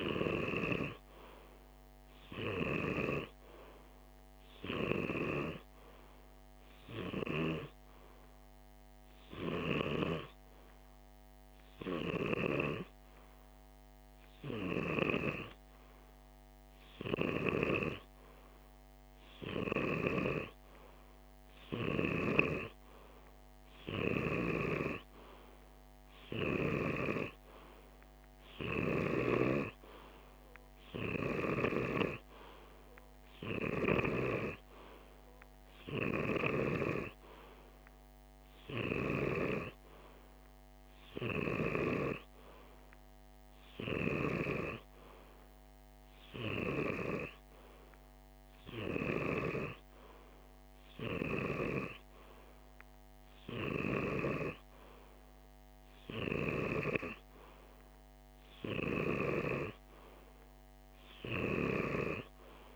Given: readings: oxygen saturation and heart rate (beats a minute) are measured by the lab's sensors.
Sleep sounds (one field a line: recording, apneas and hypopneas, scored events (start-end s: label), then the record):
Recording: breathing in sleep by a microphone on the trachea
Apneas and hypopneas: 1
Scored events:
4.50-20.00 s: hypopnea (oxygen 97% before, 95% lowest, heart rate 49 before, 47 extreme, up 1 after)
20.00-23.50 s: arousal
From the record:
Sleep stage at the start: N2 (light sleep)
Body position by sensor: on the left side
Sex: male